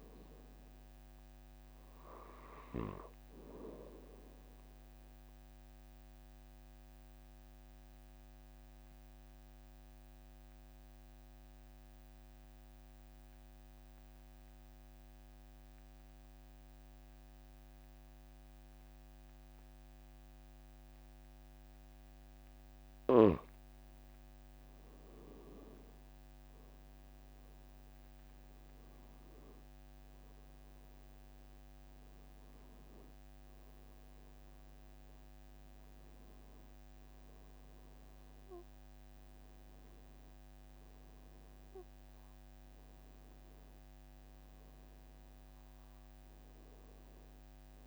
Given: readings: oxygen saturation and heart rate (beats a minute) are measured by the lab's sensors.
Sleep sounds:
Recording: breathing in sleep by a microphone on the trachea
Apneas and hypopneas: 1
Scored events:
6.00-22.00 s: obstructive apnea (oxygen 97% before, 93% lowest, heart rate 46 before, 44 extreme, up 4 after)
24.00-28.50 s: arousal
From the record:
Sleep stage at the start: REM sleep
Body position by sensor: on the back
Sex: male

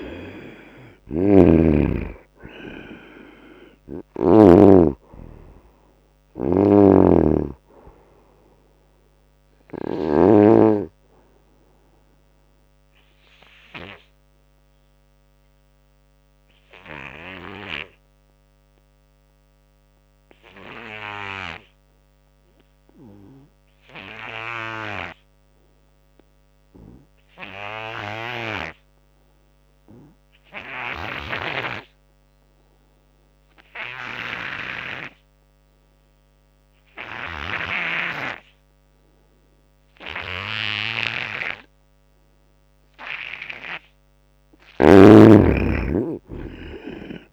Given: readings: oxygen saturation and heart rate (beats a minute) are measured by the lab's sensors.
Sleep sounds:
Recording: breathing in sleep by a microphone on the trachea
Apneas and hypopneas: 1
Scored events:
0.00-4.00 s: snoring (device-marked)
0.00-19.50 s: oxygen desaturation (device-marked, oxygen 72% lowest, heart rate 68 extreme)
6.00-10.00 s: snoring (device-marked)
11.00-43.00 s: obstructive apnea (oxygen 93% before, 72% lowest, heart rate 89 before, 66 extreme, up 26 after)
30.50-47.33 s: oxygen desaturation (device-marked, oxygen 99% before, 74% lowest, heart rate 84 before, 66 extreme)
33.00-35.00 s: long interval between heartbeats (device-marked, heart rate 83 before, 90 extreme)
39.50-41.50 s: long interval between heartbeats (device-marked, heart rate 83 before, 73 extreme)
44.00-47.33 s: snoring (device-marked)
45.00-47.33 s: arousal
From the record:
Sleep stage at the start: N2 (light sleep)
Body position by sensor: on the right side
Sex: male

